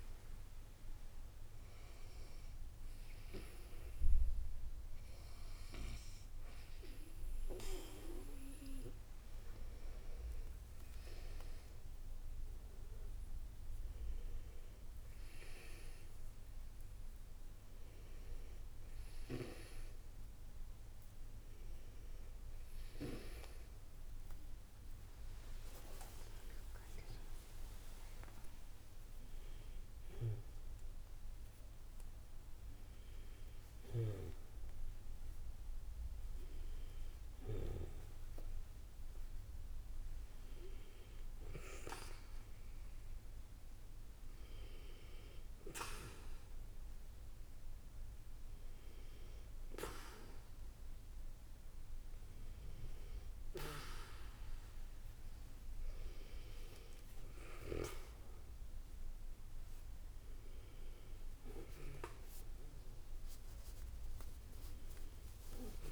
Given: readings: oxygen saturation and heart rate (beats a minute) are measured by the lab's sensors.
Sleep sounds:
a person awake in a sleep study, by a room microphone; none
none scored
From the record:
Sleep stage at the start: awake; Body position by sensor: on the back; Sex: female

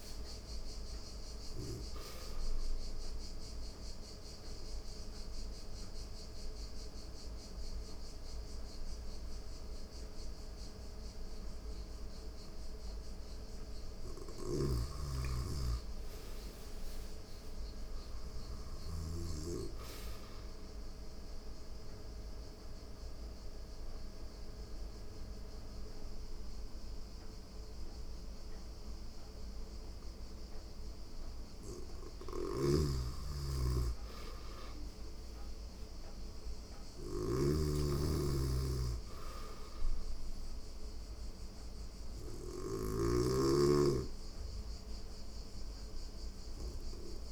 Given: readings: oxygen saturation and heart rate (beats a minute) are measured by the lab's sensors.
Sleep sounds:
breathing in sleep by a room microphone; 2
2.00-12.00 s: obstructive apnea (oxygen 97% before, 90% lowest, heart rate 87 before, 86 extreme, up 0 after)
3.50-13.50 s: oxygen desaturation (device-marked, oxygen 97% before, 90% lowest, heart rate 87 before, 86 extreme)
13.50-18.50 s: snoring (device-marked)
14.00-17.50 s: arousal
20.50-31.00 s: obstructive apnea (oxygen 97% before, 90% lowest, heart rate 95 before, 86 extreme, up 3 after)
31.50-42.00 s: snoring (device-marked)
33.00-36.00 s: arousal
40.50-47.32 s: oxygen desaturation (device-marked, oxygen 96% before, 92% lowest, heart rate 88 before, 87 extreme)
From the record:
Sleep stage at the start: N2 (light sleep); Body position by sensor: on the right side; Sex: female

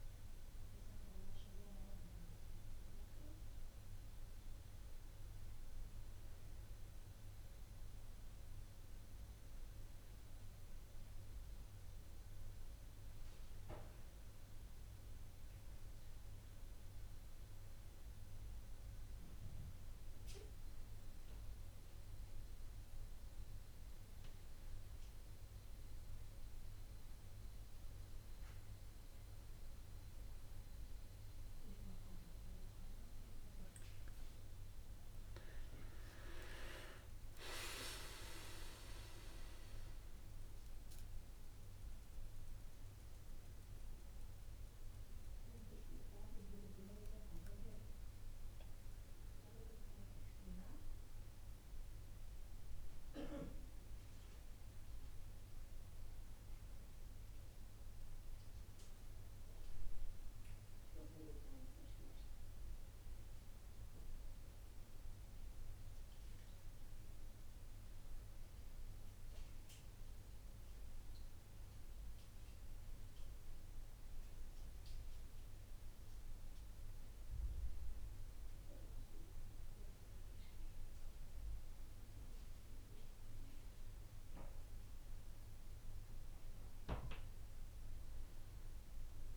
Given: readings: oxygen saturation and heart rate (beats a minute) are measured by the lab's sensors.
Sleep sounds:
breathing in sleep by a room microphone; none
none scored
From the record:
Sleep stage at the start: N2 (light sleep); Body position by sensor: on the back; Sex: male

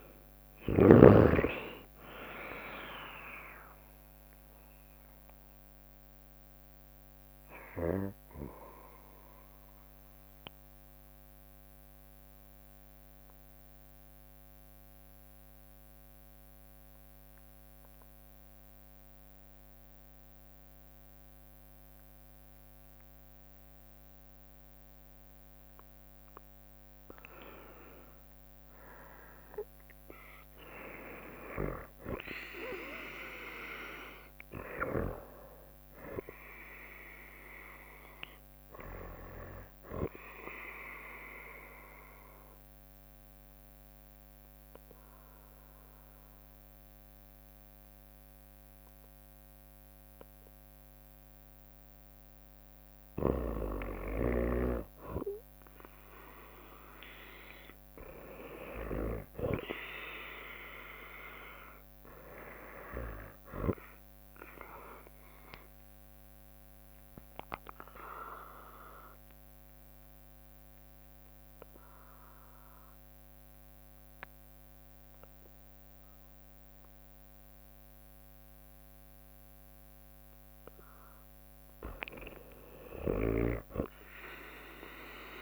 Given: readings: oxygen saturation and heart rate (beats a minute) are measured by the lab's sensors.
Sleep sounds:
breathing in sleep by a microphone on the trachea; 3
0.00-11.50 s: drop in pulse transit time (device-marked, heart rate 63 extreme)
0.00-23.50 s: oxygen desaturation (device-marked, oxygen 93% lowest, heart rate 61 extreme)
8.00-26.50 s: mixed apnea (oxygen 97% before, 93% lowest, heart rate 65 before, 61 extreme, up 3 after)
30.00-34.00 s: arousal
30.50-42.50 s: drop in pulse transit time (device-marked, heart rate 63 before, 63 extreme)
41.50-53.00 s: obstructive apnea (oxygen 99% before, 94% lowest, heart rate 64 before, 61 extreme, up 4 after)
54.00-59.50 s: snoring (device-marked)
55.50-59.00 s: arousal
59.50-72.50 s: drop in pulse transit time (device-marked, heart rate 64 before, 65 extreme)
64.50-80.00 s: obstructive apnea (oxygen 98% before, 94% lowest, heart rate 64 before, 59 extreme, up 5 after)
From the record:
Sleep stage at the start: N2 (light sleep); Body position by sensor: on the right side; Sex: female

